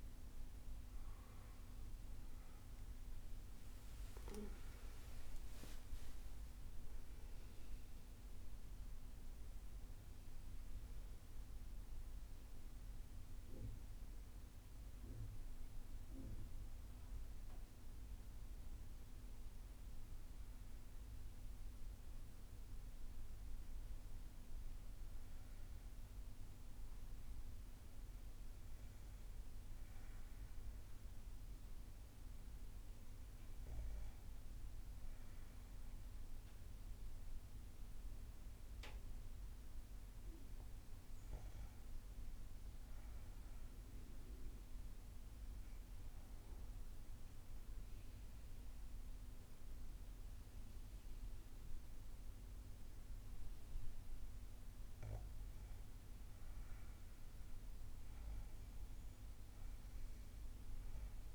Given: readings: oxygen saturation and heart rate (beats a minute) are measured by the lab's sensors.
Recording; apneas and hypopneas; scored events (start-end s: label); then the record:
breathing in sleep, hard to hear, by a room microphone; 1
3.00-9.00 s: arousal
43.50-53.50 s: obstructive apnea (oxygen 98% before, 92% lowest, heart rate 70 before, 58 extreme, up 3 after)
55.00-58.50 s: arousal
From the record:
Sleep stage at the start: REM sleep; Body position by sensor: on the back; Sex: female